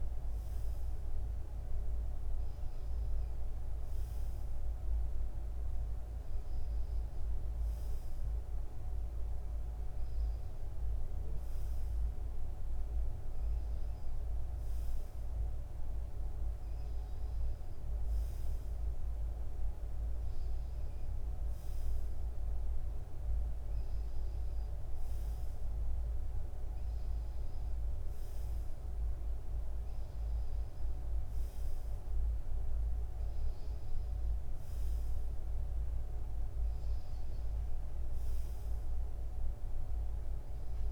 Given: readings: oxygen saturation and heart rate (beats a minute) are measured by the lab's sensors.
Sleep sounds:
breathing in sleep, hard to hear, by a room microphone; none
none scored
From the record:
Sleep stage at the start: N2 (light sleep); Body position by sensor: on the front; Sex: male

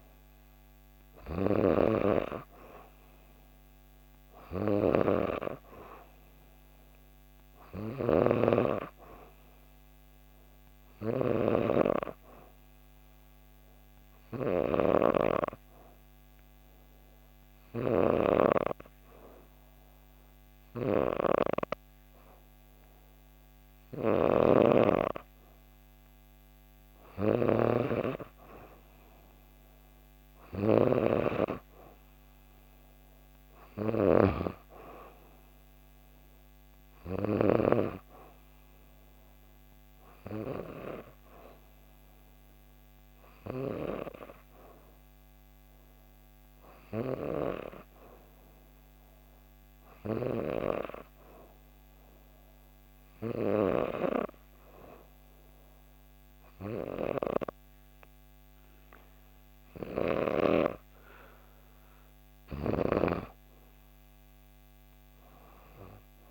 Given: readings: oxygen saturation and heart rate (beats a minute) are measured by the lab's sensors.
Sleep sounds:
breathing in sleep by a microphone on the trachea; 2
12.50-24.50 s: hypopnea (oxygen 93% before, 92% lowest, heart rate 66 before, 67 extreme, up 1 after)
17.50-27.00 s: snoring (device-marked)
28.50-32.50 s: arousal
51.50-61.50 s: hypopnea (oxygen 95% before, 93% lowest, heart rate 68 before, 67 extreme, up 5 after)
64.50-66.31 s: new sleep stage, N2 (light sleep)
65.00-66.31 s: arousal
From the record:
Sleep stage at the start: N3 (deep sleep); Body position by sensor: on the back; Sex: female

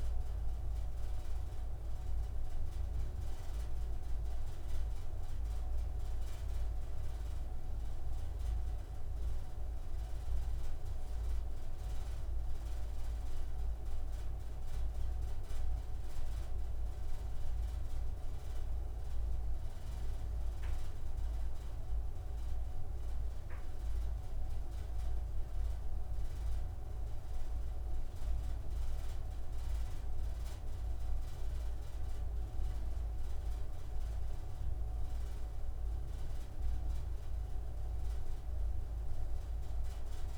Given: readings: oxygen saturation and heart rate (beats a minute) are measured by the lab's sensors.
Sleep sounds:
breathing in sleep, hard to hear, by a room microphone; none
none scored
From the record:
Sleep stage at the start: N3 (deep sleep); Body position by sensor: on the right side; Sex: male

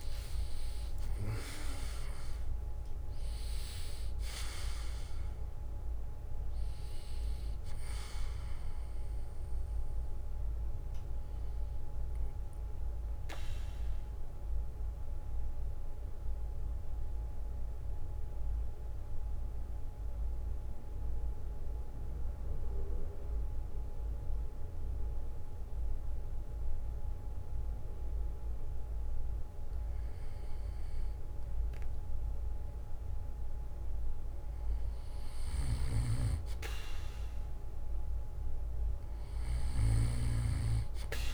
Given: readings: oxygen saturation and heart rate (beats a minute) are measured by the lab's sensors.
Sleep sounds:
breathing in sleep by a room microphone; 1
12.50-30.00 s: central apnea (oxygen 96% before, 94% lowest, heart rate 64 before, 56 extreme, up 11 after)
14.50-18.50 s: bradycardia (device-marked, heart rate 62 before, 59 extreme)
33.00-37.50 s: arousal
From the record:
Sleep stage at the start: N2 (light sleep); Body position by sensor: on the back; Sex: male

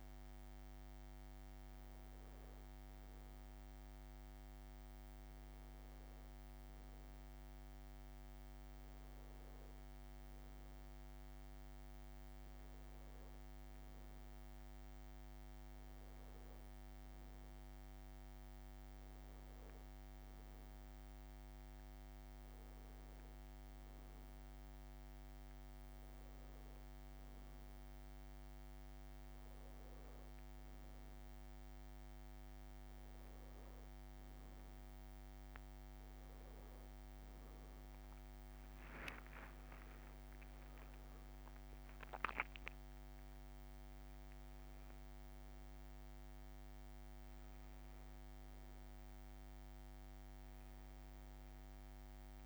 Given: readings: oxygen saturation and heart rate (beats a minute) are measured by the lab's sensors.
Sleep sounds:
breathing in sleep, hard to hear, by a microphone on the trachea; none
4.50-6.50 s: long interval between heartbeats (device-marked, heart rate 39 before, 33 extreme)
8.00-10.00 s: long interval between heartbeats (device-marked, heart rate 39 before, 42 extreme)
12.00-14.00 s: long interval between heartbeats (device-marked, heart rate 40 before, 34 extreme)
15.50-17.50 s: long interval between heartbeats (device-marked, heart rate 38 before, 34 extreme)
19.00-21.00 s: long interval between heartbeats (device-marked, heart rate 36 before, 34 extreme)
26.00-28.00 s: long interval between heartbeats (device-marked, heart rate 36 before, 42 extreme)
32.00-34.00 s: long interval between heartbeats (device-marked, heart rate 37 before, 33 extreme)
39.00-41.00 s: long interval between heartbeats (device-marked, heart rate 37 before, 51 extreme)
50.00-52.00 s: long interval between heartbeats (device-marked, heart rate 39 before, 27 extreme)
50.50-52.46 s: arousal
From the record:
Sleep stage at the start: N1 (lightest sleep); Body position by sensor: on the back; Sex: male

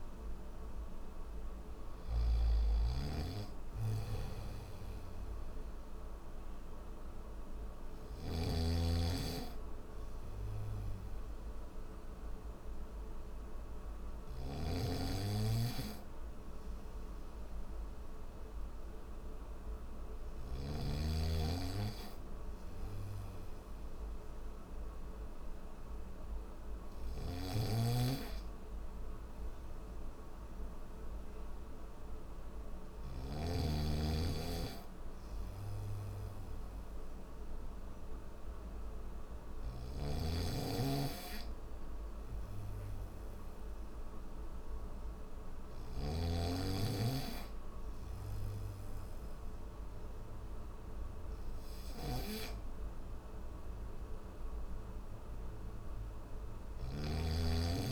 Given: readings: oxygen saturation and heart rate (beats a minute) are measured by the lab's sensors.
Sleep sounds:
breathing in sleep by a room microphone; none
0.00-1.50 s: snoring (device-marked)
7.50-20.00 s: snoring (device-marked)
26.50-33.00 s: snoring (device-marked)
39.00-57.92 s: snoring (device-marked)
From the record:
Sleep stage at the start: N1 (lightest sleep); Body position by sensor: on the back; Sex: male

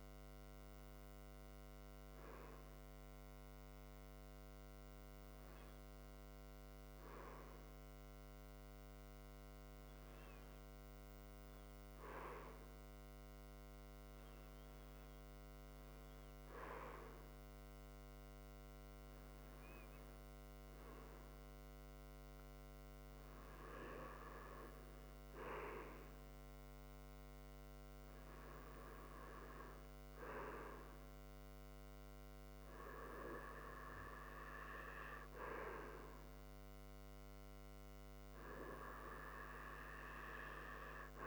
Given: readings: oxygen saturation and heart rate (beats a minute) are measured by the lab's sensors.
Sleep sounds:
breathing in sleep by a microphone on the trachea; none
none scored
From the record:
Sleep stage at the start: REM sleep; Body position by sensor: on the right side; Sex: male

